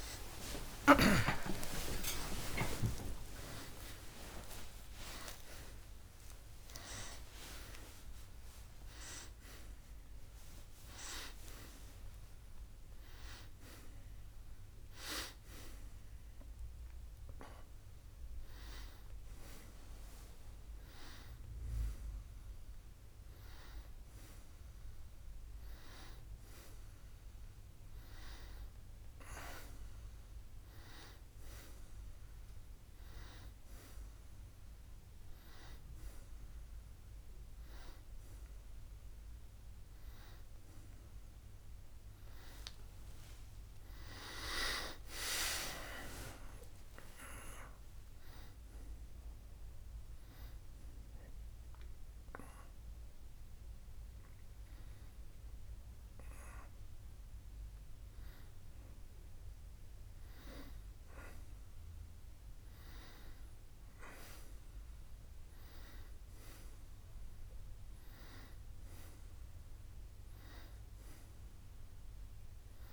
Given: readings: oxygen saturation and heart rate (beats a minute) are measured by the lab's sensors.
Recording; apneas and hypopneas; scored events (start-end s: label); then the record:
a person partly awake in a sleep study, by a room microphone; 1
17.50-25.50 s: oxygen desaturation (device-marked, oxygen 95% before, 89% lowest)
19.50-72.93 s: new sleep stage, N1 (lightest sleep)
41.50-45.00 s: arousal
50.50-61.50 s: hypopnea (oxygen 96% before, 92% lowest, heart rate 84 before, 57 extreme, up 1 after)
65.00-68.50 s: arousal
From the record:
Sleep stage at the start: awake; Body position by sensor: on the back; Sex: male